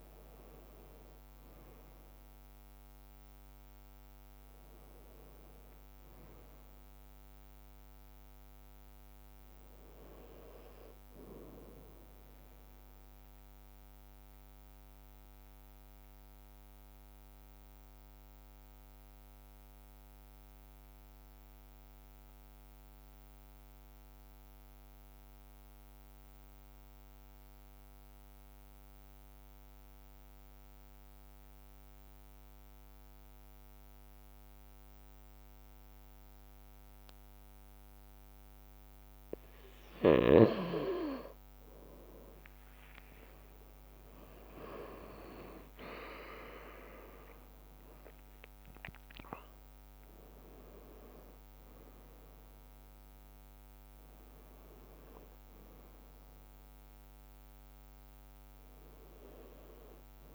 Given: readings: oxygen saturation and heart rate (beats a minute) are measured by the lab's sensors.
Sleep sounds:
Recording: breathing in sleep by a microphone on the trachea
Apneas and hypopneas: 1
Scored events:
0.00-2.50 s: oxygen desaturation (device-marked, oxygen 96% lowest, heart rate 54 extreme)
12.50-15.00 s: leg movement (device-marked)
13.00-39.50 s: obstructive apnea (oxygen 99% before, 95% lowest, heart rate 58 before, 54 extreme, up 6 after)
18.00-23.00 s: leg movement (device-marked)
42.00-45.50 s: arousal
44.00-47.00 s: leg movement (device-marked)
45.00-47.00 s: long interval between heartbeats (device-marked, heart rate 54 before, 60 extreme)
From the record:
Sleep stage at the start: N2 (light sleep)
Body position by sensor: on the right side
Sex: male

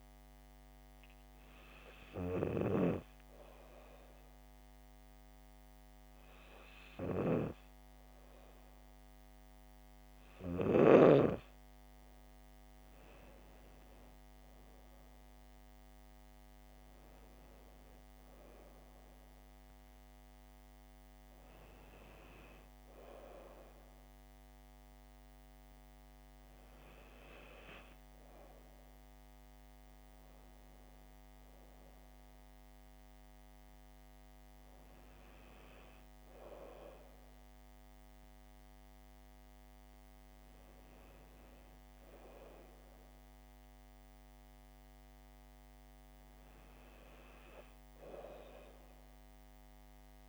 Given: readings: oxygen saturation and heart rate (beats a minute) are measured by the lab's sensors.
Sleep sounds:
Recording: breathing in sleep by a microphone on the trachea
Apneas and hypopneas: none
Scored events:
29.00-32.50 s: arousal
From the record:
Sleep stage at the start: N2 (light sleep)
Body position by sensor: on the back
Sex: female

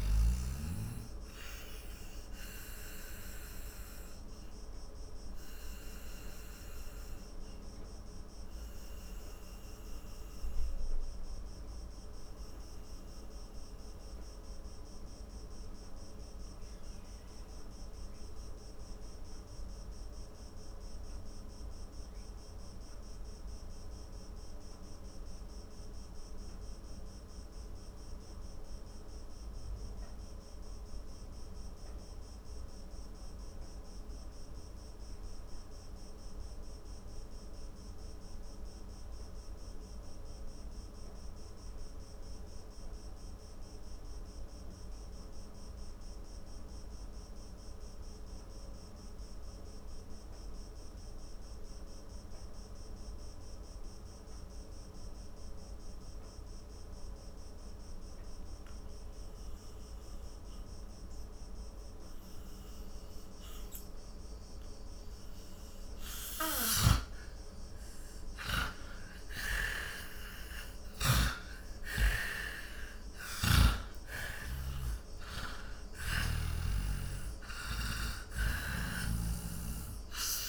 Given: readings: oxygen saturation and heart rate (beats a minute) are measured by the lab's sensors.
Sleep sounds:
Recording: breathing in sleep by a room microphone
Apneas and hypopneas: 1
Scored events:
0.00-35.50 s: oxygen desaturation (device-marked, oxygen 80% lowest, heart rate 38 extreme)
3.00-65.50 s: obstructive apnea (oxygen 97% before, 80% lowest, heart rate 60 before, 38 extreme, up 19 after)
58.50-80.49 s: oxygen desaturation (device-marked, oxygen 98% before, 81% lowest, heart rate 48 before, 38 extreme)
66.50-71.50 s: snoring (device-marked)
67.00-72.50 s: arousal
From the record:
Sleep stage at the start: N2 (light sleep)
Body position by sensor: on the back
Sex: male

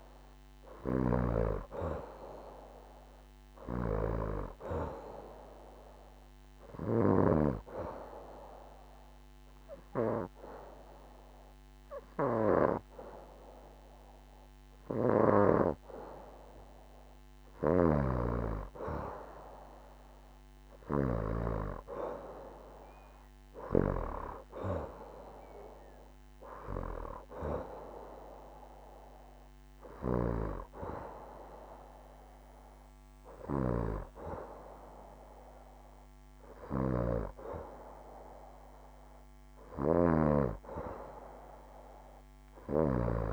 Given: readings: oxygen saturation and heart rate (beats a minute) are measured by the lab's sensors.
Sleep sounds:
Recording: breathing in sleep by a microphone on the trachea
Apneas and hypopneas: 1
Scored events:
4.00-21.00 s: oxygen desaturation (device-marked, oxygen 95% before, 91% lowest, heart rate 67 before, 64 extreme)
7.50-18.00 s: obstructive apnea (oxygen 95% before, 89% lowest, heart rate 66 before, 64 extreme, up 2 after)
17.00-23.50 s: snoring (device-marked)
22.00-26.50 s: arousal
29.00-43.33 s: oxygen desaturation (device-marked, oxygen 94% before, 89% lowest, heart rate 70 before, 64 extreme)
36.00-42.50 s: snoring (device-marked)
From the record:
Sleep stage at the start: N2 (light sleep)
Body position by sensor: on the back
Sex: female

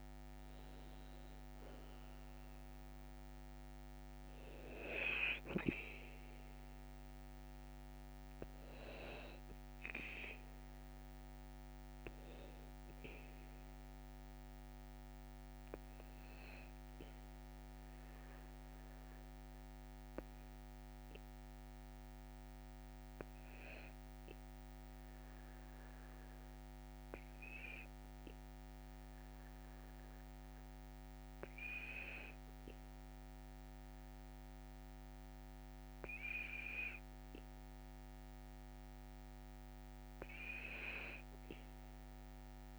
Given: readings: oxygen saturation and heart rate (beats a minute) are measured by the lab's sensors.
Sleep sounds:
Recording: breathing in sleep by a microphone on the trachea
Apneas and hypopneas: none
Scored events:
none scored
From the record:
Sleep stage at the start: N2 (light sleep)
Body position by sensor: on the back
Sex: male

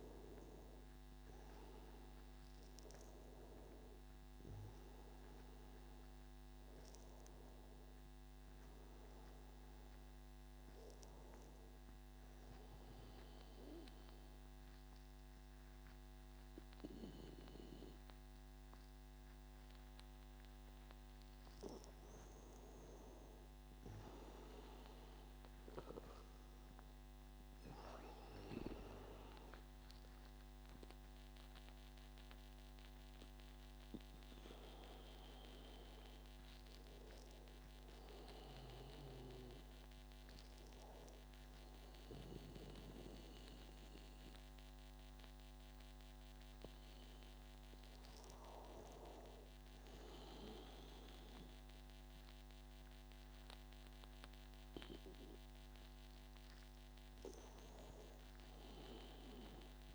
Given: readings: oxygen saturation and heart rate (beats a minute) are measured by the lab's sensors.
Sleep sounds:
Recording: breathing in sleep by a microphone on the trachea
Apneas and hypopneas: 2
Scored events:
11.50-22.50 s: obstructive apnea (oxygen 96% before, 93% lowest, heart rate 92 before, 87 extreme, up 6 after)
26.00-30.00 s: arousal
28.50-47.50 s: oxygen desaturation (device-marked, oxygen 97% before, 93% lowest, heart rate 90 before, 84 extreme)
37.50-59.95 s: new sleep stage, N2 (light sleep)
38.50-49.50 s: hypopnea (oxygen 97% before, 91% lowest, heart rate 91 before, 84 extreme, up 2 after)
54.50-58.50 s: arousal
From the record:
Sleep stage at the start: N1 (lightest sleep)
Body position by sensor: on the back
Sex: male

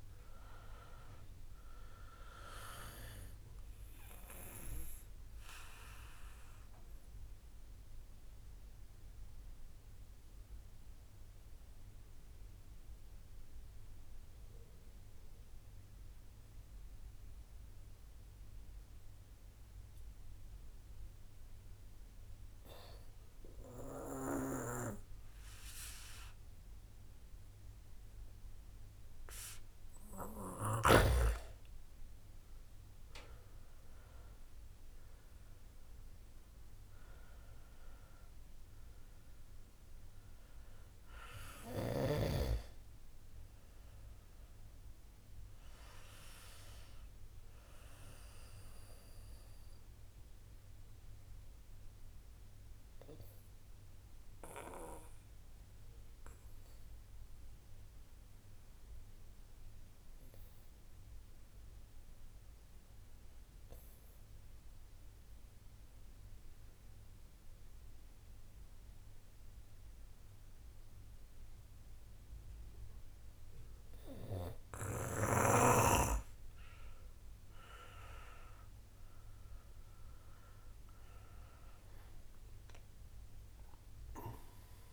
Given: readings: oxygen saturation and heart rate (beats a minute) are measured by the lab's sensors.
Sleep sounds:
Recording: breathing in sleep by a room microphone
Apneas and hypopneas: 2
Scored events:
0.00-20.50 s: oxygen desaturation (device-marked, oxygen 85% lowest, heart rate 53 extreme)
5.50-29.50 s: obstructive apnea (oxygen 97% before, 85% lowest, heart rate 63 before, 54 extreme, up 14 after)
31.00-35.00 s: arousal
32.50-54.50 s: oxygen desaturation (device-marked, oxygen 97% before, 88% lowest, heart rate 69 before, 54 extreme)
51.00-75.00 s: obstructive apnea (oxygen 98% before, 88% lowest)
73.50-84.93 s: oxygen desaturation (device-marked, oxygen 96% before, 88% lowest)
77.50-80.00 s: arousal
From the record:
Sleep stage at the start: N2 (light sleep)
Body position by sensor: on the back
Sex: male

